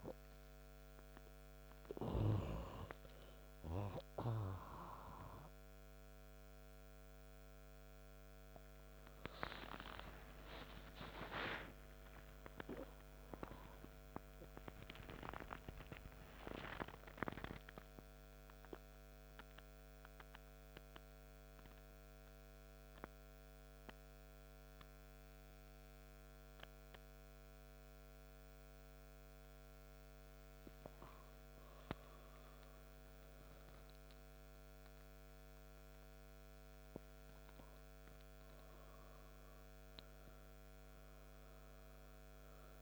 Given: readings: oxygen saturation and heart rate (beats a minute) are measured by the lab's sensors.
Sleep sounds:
breathing in sleep by a microphone on the trachea; 1
3.00-35.00 s: oxygen desaturation (device-marked, oxygen 98% before, 84% lowest, heart rate 64 before, 64 extreme)
13.00-17.00 s: arousal
18.00-31.00 s: central apnea (oxygen 98% before, 84% lowest, heart rate 84 before, 64 extreme, up 8 after)
From the record:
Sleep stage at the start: N2 (light sleep); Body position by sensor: on the right side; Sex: male

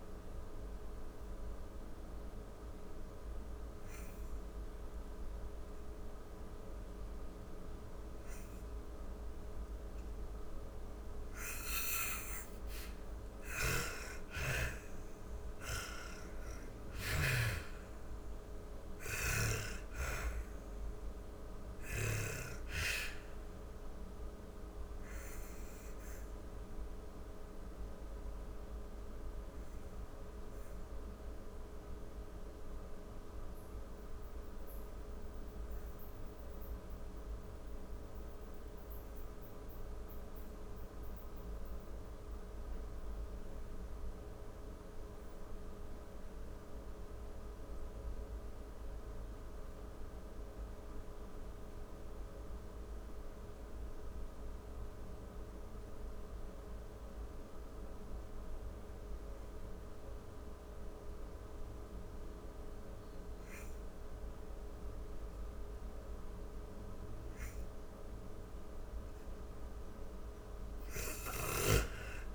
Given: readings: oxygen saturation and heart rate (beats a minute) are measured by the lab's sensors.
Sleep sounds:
breathing in sleep by a room microphone; 1
0.00-44.50 s: oxygen desaturation (device-marked, oxygen 80% lowest, heart rate 46 extreme)
13.00-17.00 s: arousal
15.00-18.50 s: snoring (device-marked)
21.00-35.50 s: obstructive apnea (oxygen 97% before, 80% lowest, heart rate 107 before, 46 extreme, up 15 after)
37.50-41.50 s: arousal
61.50-72.35 s: oxygen desaturation (device-marked, oxygen 98% before, 80% lowest, heart rate 64 before, 36 extreme)
From the record:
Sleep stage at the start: N2 (light sleep); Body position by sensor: on the back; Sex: female

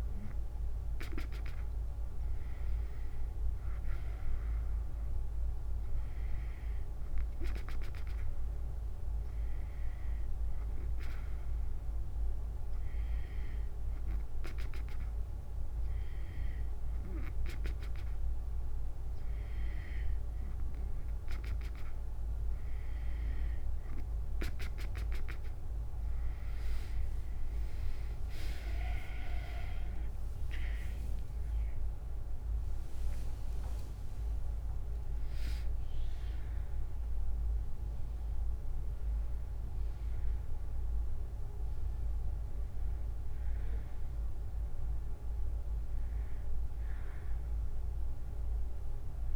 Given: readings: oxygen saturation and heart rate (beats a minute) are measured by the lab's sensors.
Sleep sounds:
breathing in sleep by a room microphone; none
29.00-42.00 s: drop in pulse transit time (device-marked, heart rate 73 before, 79 extreme)
30.00-33.50 s: arousal
33.00-48.00 s: oxygen desaturation (device-marked, oxygen 94% before, 90% lowest, heart rate 75 before, 70 extreme)
From the record:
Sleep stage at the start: N2 (light sleep); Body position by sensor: on the back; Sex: female

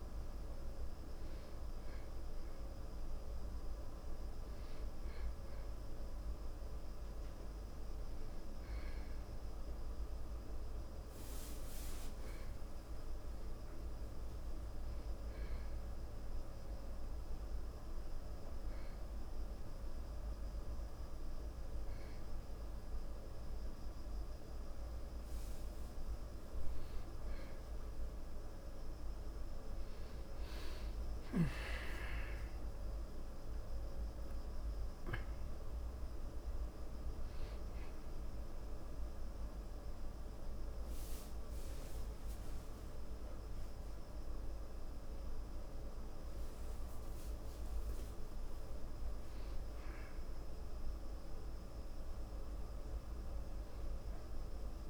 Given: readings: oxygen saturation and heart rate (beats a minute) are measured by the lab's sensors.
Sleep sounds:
breathing in sleep, hard to hear, by a room microphone; 1
5.00-9.00 s: arousal
16.00-26.50 s: hypopnea (oxygen 96% before, 94% lowest, heart rate 61 before, 55 extreme, up 17 after)
21.50-54.90 s: new sleep stage, N2 (light sleep)
30.00-33.50 s: arousal
From the record:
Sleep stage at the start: N1 (lightest sleep); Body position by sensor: on the back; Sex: male

